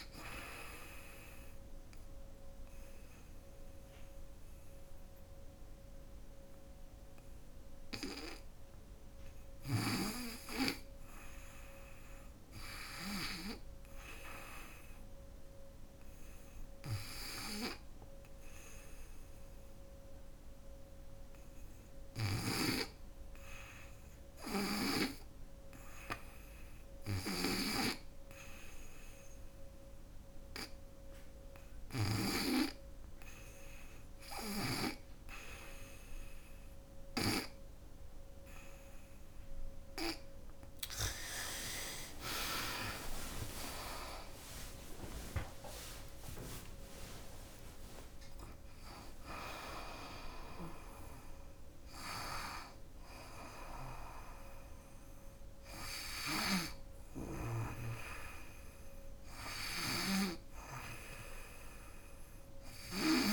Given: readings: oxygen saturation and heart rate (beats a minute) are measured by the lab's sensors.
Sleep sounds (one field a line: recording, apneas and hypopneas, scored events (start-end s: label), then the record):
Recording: breathing in sleep by a room microphone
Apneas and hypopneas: 2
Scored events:
0.00-1.50 s: oxygen desaturation (device-marked, oxygen 88% lowest, heart rate 60 extreme)
0.50-10.50 s: obstructive apnea (oxygen 95% before, 85% lowest, heart rate 68 before, 69 extreme, up 3 after)
12.00-15.50 s: arousal
19.00-38.50 s: hypopnea (oxygen 92% before, 85% lowest, heart rate 71 before, 67 extreme, up 26 after)
21.50-27.00 s: snoring (device-marked)
22.50-38.50 s: oxygen desaturation (device-marked, oxygen 92% before, 85% lowest, heart rate 72 before, 67 extreme)
40.50-45.50 s: arousal
55.50-63.32 s: snoring (device-marked)
From the record:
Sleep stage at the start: N2 (light sleep)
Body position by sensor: on the back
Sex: female